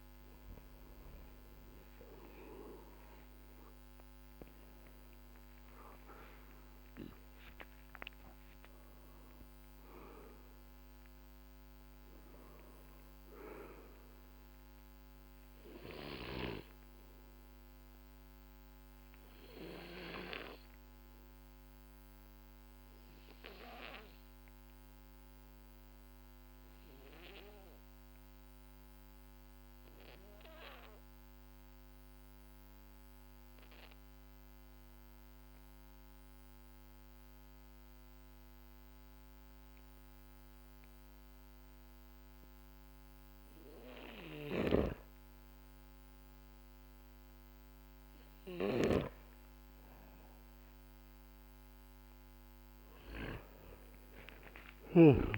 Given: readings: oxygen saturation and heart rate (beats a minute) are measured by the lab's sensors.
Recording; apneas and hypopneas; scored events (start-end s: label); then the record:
breathing in sleep by a microphone on the trachea; 1
0.00-2.00 s: arousal
0.00-38.00 s: oxygen desaturation (device-marked, oxygen 91% lowest, heart rate 47 extreme)
16.00-46.00 s: obstructive apnea (oxygen 98% before, 91% lowest, heart rate 60 before, 46 extreme, up 12 after)
44.00-55.38 s: snoring (device-marked)
48.50-53.00 s: arousal
From the record:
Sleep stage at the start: N2 (light sleep); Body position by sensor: on the back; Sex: male